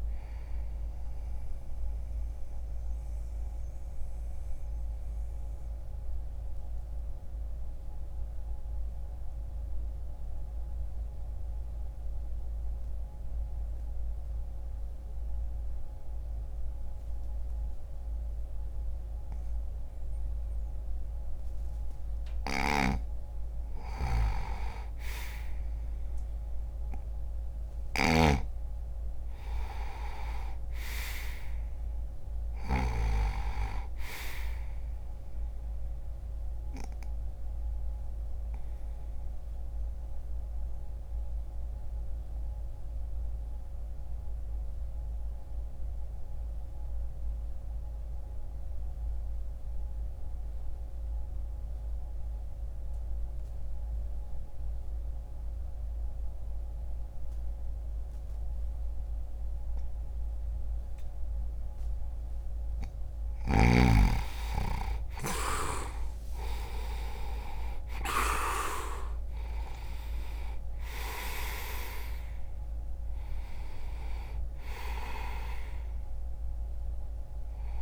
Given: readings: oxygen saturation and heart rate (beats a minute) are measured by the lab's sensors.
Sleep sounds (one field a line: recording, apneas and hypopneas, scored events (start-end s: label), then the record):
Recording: breathing in sleep by a room microphone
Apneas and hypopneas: 2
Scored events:
0.50-18.50 s: oxygen desaturation (device-marked, oxygen 95% before, 88% lowest, heart rate 66 before, 60 extreme)
1.00-22.50 s: mixed apnea (oxygen 98% before, 86% lowest, heart rate 66 before, 60 extreme, up 1 after)
12.50-77.82 s: new sleep stage, N2 (light sleep)
23.50-32.50 s: snoring (device-marked)
24.50-28.50 s: arousal
29.50-59.50 s: oxygen desaturation (device-marked, oxygen 99% before, 86% lowest, heart rate 61 before, 60 extreme)
36.00-61.00 s: obstructive apnea (oxygen 99% before, 85% lowest, heart rate 61 before, 60 extreme, up 8 after)
63.00-67.50 s: arousal
73.50-77.82 s: oxygen desaturation (device-marked, oxygen 95% before, 92% lowest, heart rate 64 before, 60 extreme)
From the record:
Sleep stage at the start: N1 (lightest sleep)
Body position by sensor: on the back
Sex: male